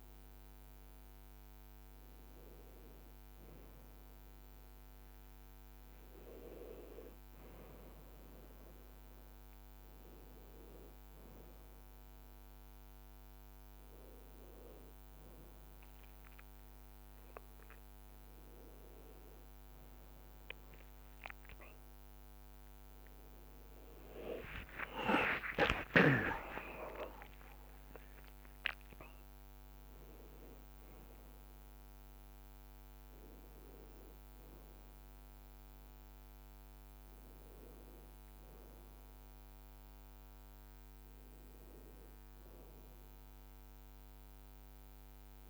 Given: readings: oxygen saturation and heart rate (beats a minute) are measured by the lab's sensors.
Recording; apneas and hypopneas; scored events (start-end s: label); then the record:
a person awake in a sleep study, by a microphone on the trachea; none
3.50-10.00 s: leg movement (device-marked)
4.00-6.00 s: long interval between heartbeats (device-marked, heart rate 65 before, 62 extreme)
15.00-23.00 s: leg movement (device-marked)
23.00-29.00 s: leg movement (device-marked)
24.00-28.00 s: tachycardia (device-marked, heart rate 58 before, 102 extreme)
25.00-27.00 s: long interval between heartbeats (device-marked, heart rate 61 before, 70 extreme)
27.00-29.00 s: long interval between heartbeats (device-marked, heart rate 63 before, 102 extreme)
29.50-40.00 s: leg movement (device-marked)
41.00-45.50 s: new sleep stage, N1 (lightest sleep)
From the record:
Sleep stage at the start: awake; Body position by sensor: on the right side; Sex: male